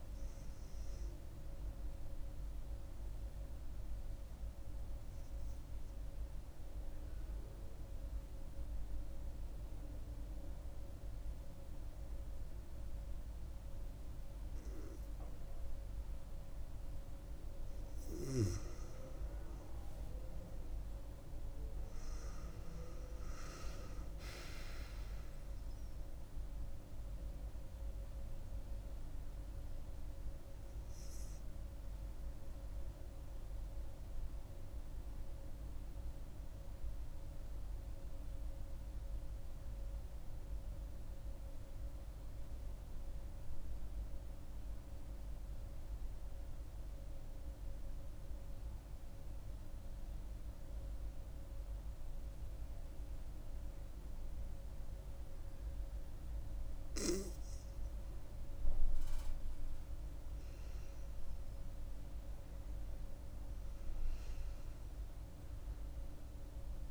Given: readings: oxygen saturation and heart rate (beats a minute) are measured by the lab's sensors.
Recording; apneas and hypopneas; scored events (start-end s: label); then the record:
breathing in sleep, hard to hear, by a room microphone; 2
0.00-1.50 s: oxygen desaturation (device-marked, oxygen 90% lowest, heart rate 67 extreme)
3.50-17.00 s: central apnea (oxygen 97% before, 89% lowest, heart rate 79 before, 67 extreme, up 11 after)
19.00-23.00 s: arousal
19.50-43.50 s: oxygen desaturation (device-marked, oxygen 97% before, 91% lowest, heart rate 70 before, 67 extreme)
33.50-57.50 s: mixed apnea (oxygen 97% before, 89% lowest, heart rate 75 before, 67 extreme, up 7 after)
55.50-66.91 s: oxygen desaturation (device-marked, oxygen 97% before, 89% lowest, heart rate 70 before, 67 extreme)
59.50-63.50 s: arousal
From the record:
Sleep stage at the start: N2 (light sleep); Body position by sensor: on the back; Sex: female